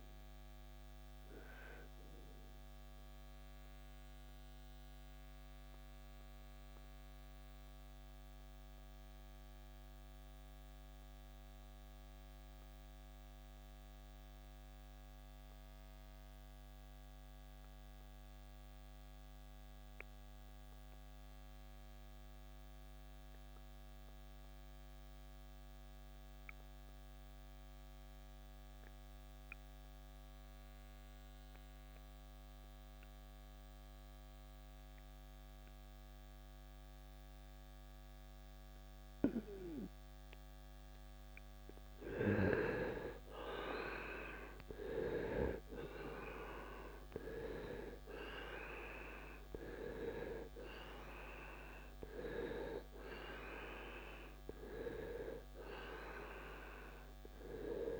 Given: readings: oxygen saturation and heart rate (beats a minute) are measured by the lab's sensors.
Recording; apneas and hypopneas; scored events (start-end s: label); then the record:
breathing in sleep by a microphone on the trachea; 1
0.00-21.50 s: oxygen desaturation (device-marked, oxygen 82% lowest, heart rate 54 extreme)
3.00-41.00 s: obstructive apnea (oxygen 95% before, 79% lowest, heart rate 72 before, 54 extreme, up 5 after)
37.50-58.00 s: oxygen desaturation (device-marked, oxygen 97% before, 79% lowest, heart rate 64 before, 54 extreme)
42.00-46.00 s: arousal
From the record:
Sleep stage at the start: REM sleep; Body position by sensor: on the right side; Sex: male